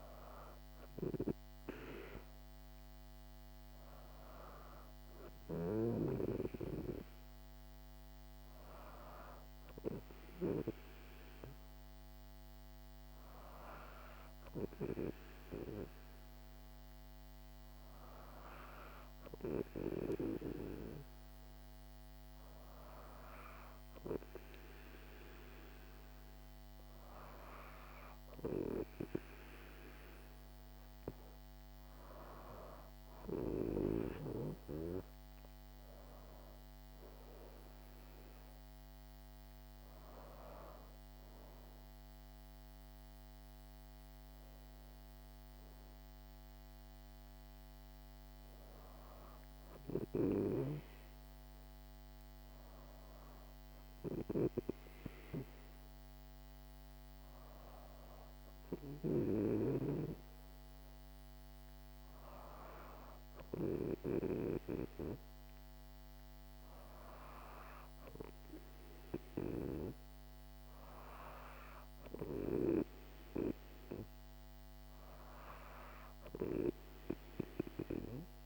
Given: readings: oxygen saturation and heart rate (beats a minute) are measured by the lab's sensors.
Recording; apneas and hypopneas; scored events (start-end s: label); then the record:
breathing in sleep by a microphone on the trachea; none
none scored
From the record:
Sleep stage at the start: N2 (light sleep); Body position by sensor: on the back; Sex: female